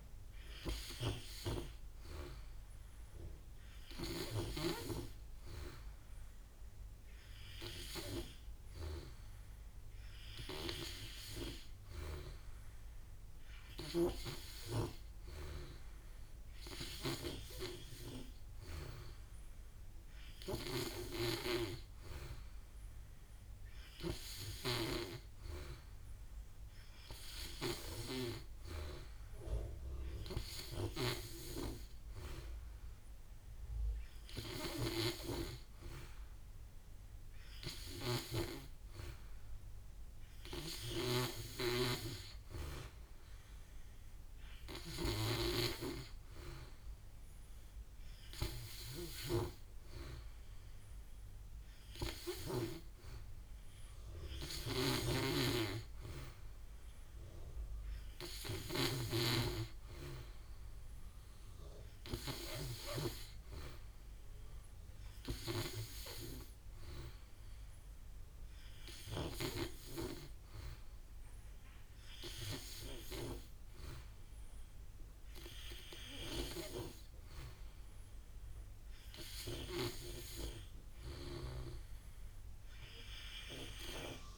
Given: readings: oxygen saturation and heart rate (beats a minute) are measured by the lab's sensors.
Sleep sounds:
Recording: breathing in sleep by a room microphone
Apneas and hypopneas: none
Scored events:
0.00-4.00 s: snoring (device-marked)
34.00-41.50 s: snoring (device-marked)
48.50-62.50 s: snoring (device-marked)
From the record:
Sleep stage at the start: N3 (deep sleep)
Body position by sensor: on the back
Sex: male

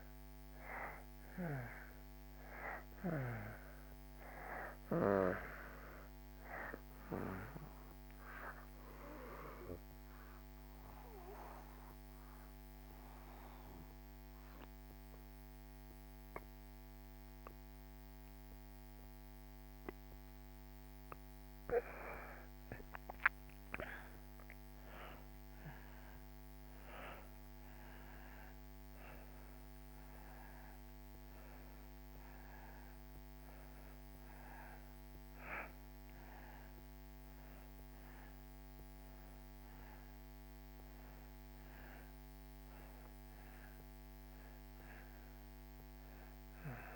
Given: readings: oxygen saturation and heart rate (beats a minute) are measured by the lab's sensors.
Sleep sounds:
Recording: breathing in sleep by a microphone on the trachea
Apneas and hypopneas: 1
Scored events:
0.00-18.00 s: oxygen desaturation (device-marked, oxygen 88% lowest)
8.50-21.00 s: obstructive apnea (oxygen 94% before, 83% lowest)
23.50-28.50 s: arousal
35.00-46.96 s: oxygen desaturation (device-marked, oxygen 93% before, 83% lowest)
From the record:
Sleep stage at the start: N2 (light sleep)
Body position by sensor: on the back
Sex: male

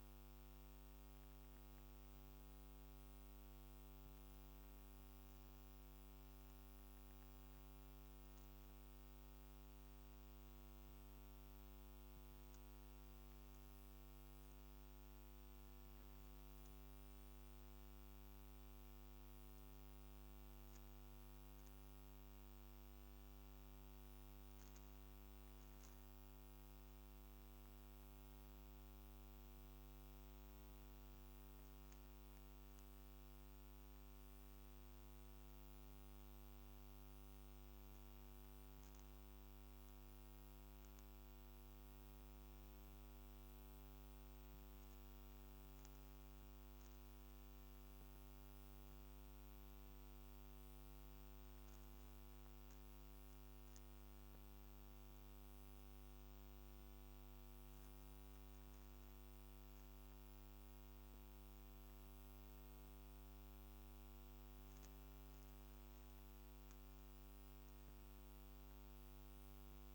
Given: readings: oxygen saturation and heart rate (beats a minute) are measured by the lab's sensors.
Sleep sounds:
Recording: breathing in sleep, hard to hear, by a microphone on the trachea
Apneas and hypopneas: none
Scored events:
51.50-69.95 s: new sleep stage, N2 (light sleep)
From the record:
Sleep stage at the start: N1 (lightest sleep)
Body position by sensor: upright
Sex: female

